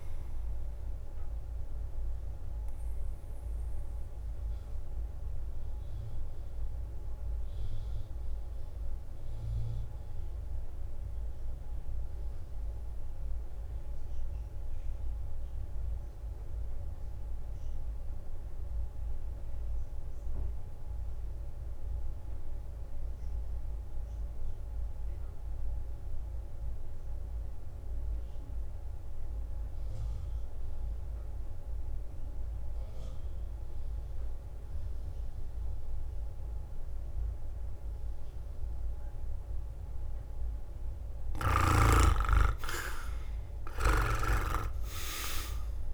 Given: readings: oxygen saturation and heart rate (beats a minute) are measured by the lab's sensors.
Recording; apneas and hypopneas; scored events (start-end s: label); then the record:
breathing in sleep by a room microphone; 1
0.00-15.00 s: oxygen desaturation (device-marked, oxygen 92% lowest, heart rate 51 extreme)
2.00-41.50 s: obstructive apnea (oxygen 100% before, 82% lowest, heart rate 60 before, 51 extreme, up 15 after)
22.00-30.00 s: drop in pulse transit time (device-marked, heart rate 54 before, 59 extreme)
33.00-45.94 s: oxygen desaturation (device-marked, oxygen 97% before, 82% lowest, heart rate 58 before, 51 extreme)
43.00-45.94 s: arousal
From the record:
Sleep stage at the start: REM sleep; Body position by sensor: on the right side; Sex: male